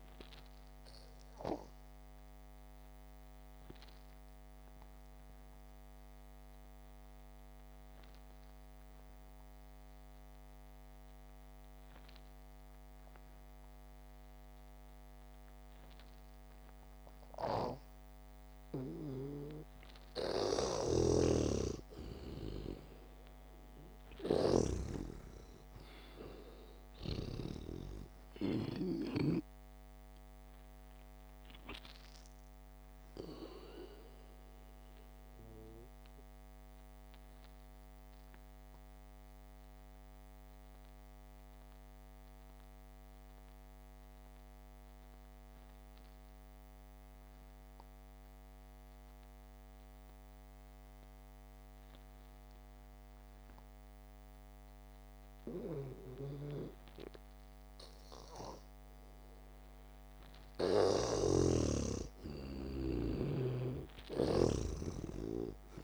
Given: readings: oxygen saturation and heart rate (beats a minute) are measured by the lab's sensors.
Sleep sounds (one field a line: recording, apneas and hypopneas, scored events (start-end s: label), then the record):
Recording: breathing in sleep by a microphone on the trachea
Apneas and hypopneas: 2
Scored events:
3.50-26.50 s: oxygen desaturation (device-marked, oxygen 96% before, 85% lowest, heart rate 62 before, 49 extreme)
4.00-19.00 s: obstructive apnea (oxygen 96% before, 84% lowest, heart rate 62 before, 49 extreme)
21.50-28.50 s: snoring (device-marked)
23.00-25.00 s: long interval between heartbeats (device-marked, heart rate 61 before, 57 extreme)
26.00-29.50 s: arousal
36.50-57.50 s: mixed apnea (oxygen 93% before, 84% lowest, heart rate 58 before, 53 extreme)
42.50-54.50 s: oxygen desaturation (device-marked, oxygen 92% before, 84% lowest, heart rate 56 before, 53 extreme)
59.00-62.50 s: arousal
60.50-65.84 s: oxygen desaturation (device-marked, oxygen 98% before, 84% lowest, heart rate 68 before, 47 extreme)
64.00-65.84 s: snoring (device-marked)
From the record:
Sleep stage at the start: N2 (light sleep)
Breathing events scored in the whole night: 459 in 5.0 hours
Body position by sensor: on the back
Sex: male